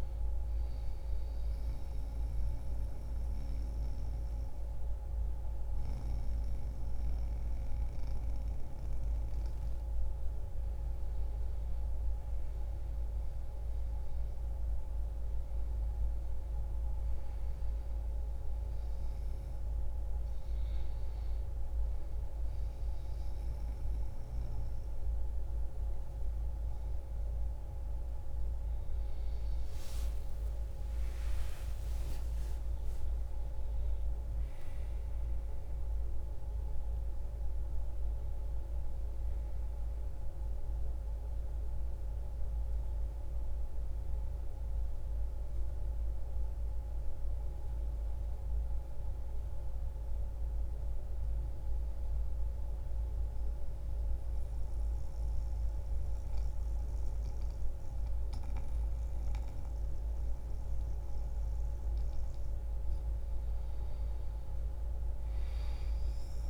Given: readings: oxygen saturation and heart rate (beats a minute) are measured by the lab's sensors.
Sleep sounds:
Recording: breathing in sleep, hard to hear, by a room microphone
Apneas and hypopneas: 2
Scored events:
0.00-6.50 s: oxygen desaturation (device-marked, oxygen 92% lowest, heart rate 64 extreme)
0.50-11.00 s: mixed apnea (oxygen 95% before, 92% lowest, heart rate 68 before, 64 extreme, up 2 after)
14.00-18.50 s: arousal
31.00-36.00 s: arousal
50.00-62.00 s: mixed apnea (oxygen 95% before, 91% lowest, heart rate 67 before, 60 extreme, up 3 after)
57.50-66.50 s: new sleep stage, N2 (light sleep)
63.50-66.50 s: arousal
From the record:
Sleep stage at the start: N1 (lightest sleep)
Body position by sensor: on the back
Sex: male

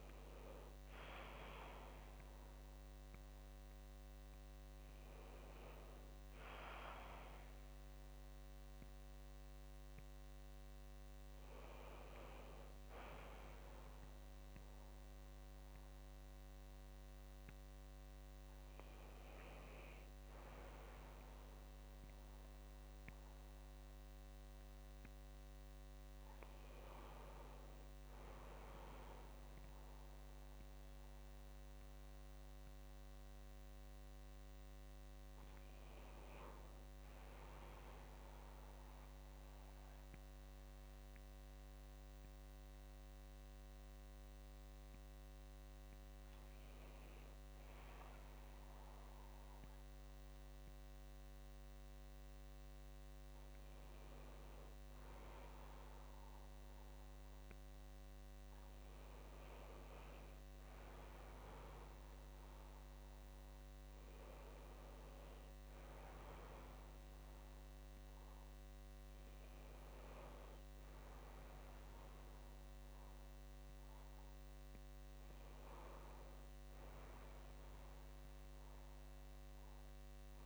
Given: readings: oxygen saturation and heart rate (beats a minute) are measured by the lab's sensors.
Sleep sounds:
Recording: breathing in sleep by a microphone on the trachea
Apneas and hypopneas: none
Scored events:
none scored
From the record:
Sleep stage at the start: N2 (light sleep)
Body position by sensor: on the back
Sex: male

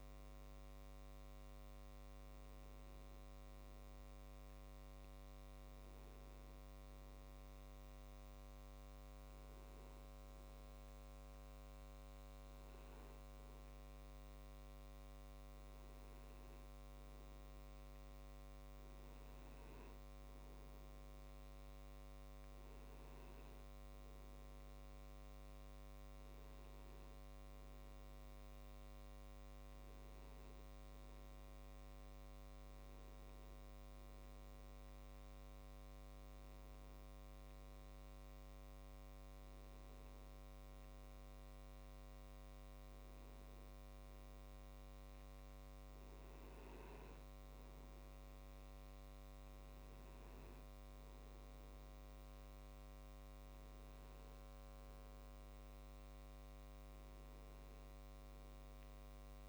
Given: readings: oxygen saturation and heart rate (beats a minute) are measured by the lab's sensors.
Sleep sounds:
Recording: breathing in sleep, hard to hear, by a microphone on the trachea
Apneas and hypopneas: none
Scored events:
25.00-59.49 s: new sleep stage, N2 (light sleep)
From the record:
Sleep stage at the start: N1 (lightest sleep)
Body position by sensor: on the back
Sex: male

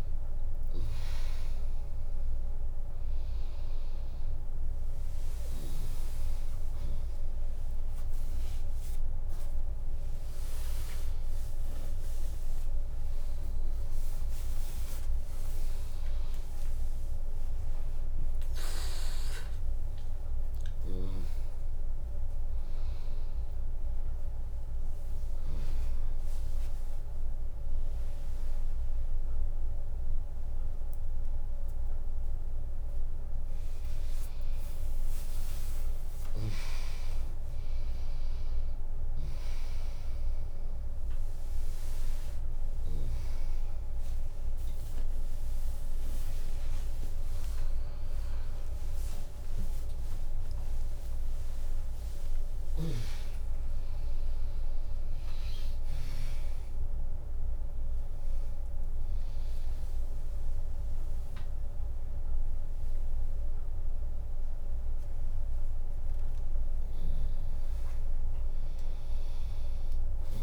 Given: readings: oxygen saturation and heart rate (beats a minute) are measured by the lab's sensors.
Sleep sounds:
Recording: a person awake in a sleep study, hard to hear, by a room microphone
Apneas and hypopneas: none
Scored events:
0.00-12.50 s: drop in pulse transit time (device-marked, heart rate 87 extreme)
6.50-15.50 s: tachycardia (device-marked, heart rate 73 before, 139 extreme)
9.50-11.50 s: long interval between heartbeats (device-marked, heart rate 90 before, 103 extreme)
12.50-14.50 s: long interval between heartbeats (device-marked, heart rate 93 before, 126 extreme)
14.50-16.50 s: long interval between heartbeats (device-marked, heart rate 97 before, 129 extreme)
22.50-29.50 s: tachycardia (device-marked, heart rate 74 before, 118 extreme)
28.00-30.00 s: long interval between heartbeats (device-marked, heart rate 107 before, 118 extreme)
43.50-45.50 s: long interval between heartbeats (device-marked, heart rate 98 before, 95 extreme)
44.50-52.50 s: tachycardia (device-marked, heart rate 75 before, 140 extreme)
47.50-49.50 s: long interval between heartbeats (device-marked, heart rate 96 before, 110 extreme)
50.50-52.50 s: long interval between heartbeats (device-marked, heart rate 97 before, 139 extreme)
66.50-70.43 s: drop in pulse transit time (device-marked, heart rate 108 before, 96 extreme)
From the record:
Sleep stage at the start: awake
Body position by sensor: on the back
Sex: female

